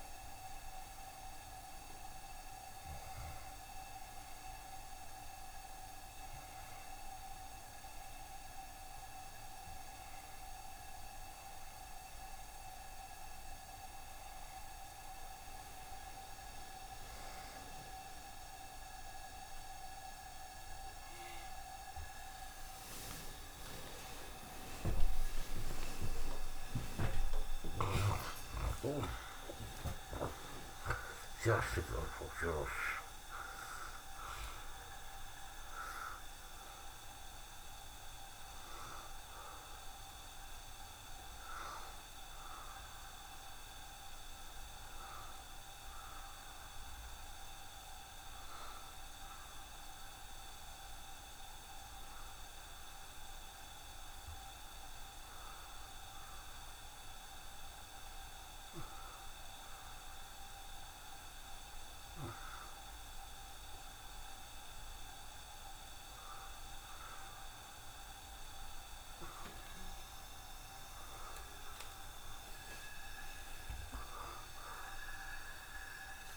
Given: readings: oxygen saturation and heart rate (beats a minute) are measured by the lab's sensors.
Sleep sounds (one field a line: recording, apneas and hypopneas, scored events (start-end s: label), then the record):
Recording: breathing in sleep by a room microphone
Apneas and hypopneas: 1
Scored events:
21.00-28.00 s: tachycardia (device-marked, heart rate 71 before, 128 extreme)
23.50-25.50 s: long interval between heartbeats (device-marked, heart rate 70 before, 90 extreme)
26.00-28.00 s: long interval between heartbeats (device-marked, heart rate 75 before, 128 extreme)
27.00-30.50 s: arousal
28.50-30.50 s: long interval between heartbeats (device-marked, heart rate 81 before, 135 extreme)
39.50-41.50 s: long interval between heartbeats (device-marked, heart rate 94 before, 82 extreme)
42.00-44.00 s: long interval between heartbeats (device-marked, heart rate 96 before, 90 extreme)
44.00-46.00 s: long interval between heartbeats (device-marked, heart rate 96 before, 90 extreme)
45.50-69.50 s: hypopnea (oxygen 91% before, 90% lowest, heart rate 96 before, 65 extreme, up 13 after)
49.50-51.50 s: long interval between heartbeats (device-marked, heart rate 87 before, 85 extreme)
54.50-56.50 s: long interval between heartbeats (device-marked, heart rate 82 before, 77 extreme)
66.50-68.50 s: long interval between heartbeats (device-marked, heart rate 77 before, 75 extreme)
73.50-75.50 s: long interval between heartbeats (device-marked, heart rate 73 before, 77 extreme)
From the record:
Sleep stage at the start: N1 (lightest sleep)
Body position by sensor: on the back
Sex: male